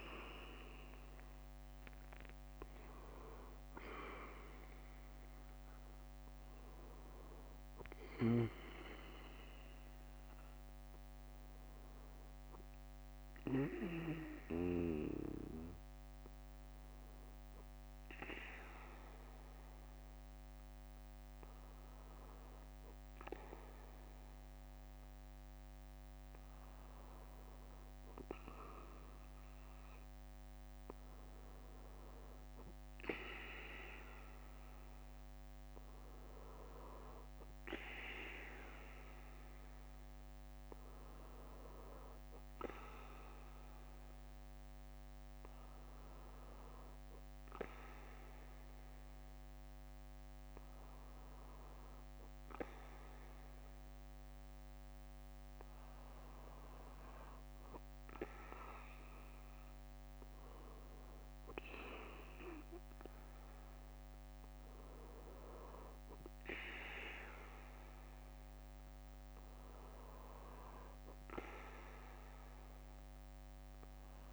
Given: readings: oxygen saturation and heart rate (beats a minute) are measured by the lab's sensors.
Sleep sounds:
breathing in sleep by a microphone on the trachea; 2
0.00-3.50 s: arousal
7.50-19.50 s: bradycardia (device-marked, heart rate 59 before, 56 extreme)
13.50-26.00 s: hypopnea (oxygen 97% before, 95% lowest, heart rate 60 before, 55 extreme, up 6 after)
20.50-24.50 s: bradycardia (device-marked, heart rate 59 before, 56 extreme)
25.50-27.50 s: bradycardia (device-marked, heart rate 59 before, 58 extreme)
28.50-33.00 s: arousal
36.50-51.50 s: bradycardia (device-marked, heart rate 59 before, 55 extreme)
43.50-56.00 s: hypopnea (oxygen 97% before, 95% lowest, heart rate 60 before, 54 extreme, up 5 after)
53.50-57.50 s: bradycardia (device-marked, heart rate 59 before, 56 extreme)
58.50-60.50 s: bradycardia (device-marked, heart rate 59 before, 58 extreme)
59.00-63.00 s: arousal
65.50-67.50 s: bradycardia (device-marked, heart rate 59 before, 61 extreme)
69.50-72.50 s: bradycardia (device-marked, heart rate 59 before, 58 extreme)
From the record:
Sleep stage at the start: N2 (light sleep); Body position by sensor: on the back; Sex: male

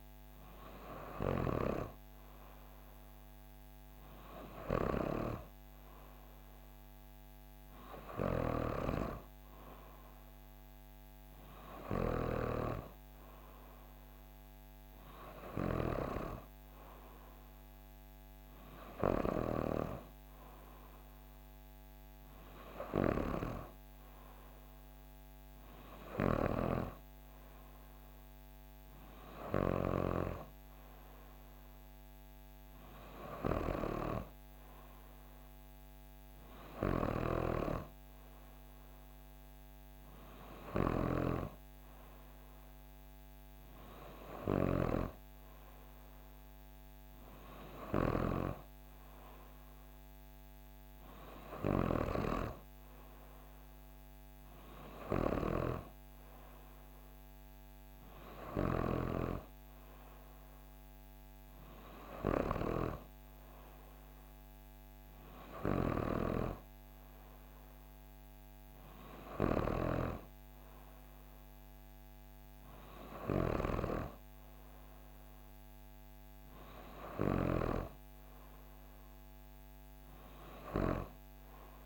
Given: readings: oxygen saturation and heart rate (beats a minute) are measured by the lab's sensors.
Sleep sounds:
breathing in sleep by a microphone on the trachea; none
none scored
From the record:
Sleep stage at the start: N3 (deep sleep); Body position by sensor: on the back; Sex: female

